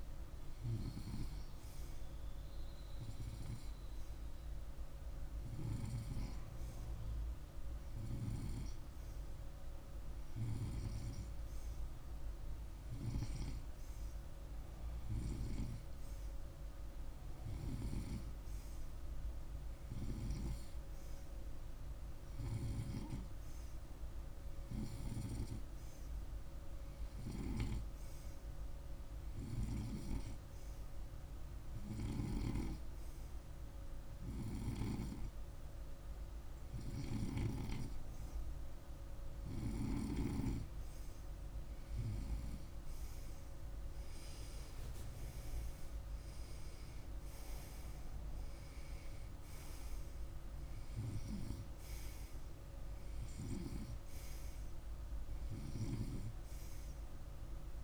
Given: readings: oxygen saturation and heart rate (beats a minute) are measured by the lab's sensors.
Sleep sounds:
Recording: breathing in sleep by a room microphone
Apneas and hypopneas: 1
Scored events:
26.50-40.50 s: hypopnea (oxygen 97% before, 95% lowest, heart rate 51 before, 49 extreme, up 2 after)
42.50-47.00 s: arousal
From the record:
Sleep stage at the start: N2 (light sleep)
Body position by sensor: on the right side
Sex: male

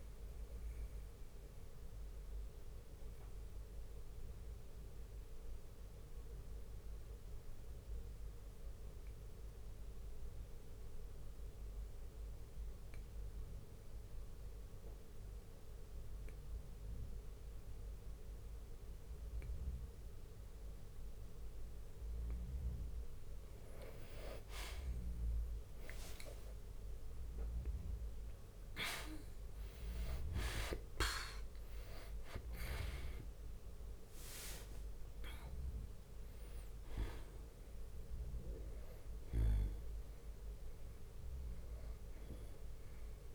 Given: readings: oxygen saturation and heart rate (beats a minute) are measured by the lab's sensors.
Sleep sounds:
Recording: breathing in sleep by a room microphone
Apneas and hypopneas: 1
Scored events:
0.00-4.50 s: drop in pulse transit time (device-marked, heart rate 64 extreme)
0.00-14.50 s: oxygen desaturation (device-marked, oxygen 90% lowest, heart rate 57 extreme)
0.50-22.00 s: obstructive apnea (oxygen 98% before, 87% lowest, heart rate 64 before, 57 extreme, up 10 after)
6.50-19.50 s: bradycardia (device-marked, heart rate 67 before, 57 extreme)
24.50-28.50 s: arousal
24.50-43.35 s: oxygen desaturation (device-marked, oxygen 97% before, 87% lowest, heart rate 59 before, 52 extreme)
25.50-40.50 s: drop in pulse transit time (device-marked, heart rate 59 before, 62 extreme)
From the record:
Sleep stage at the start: N2 (light sleep)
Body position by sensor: on the back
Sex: male

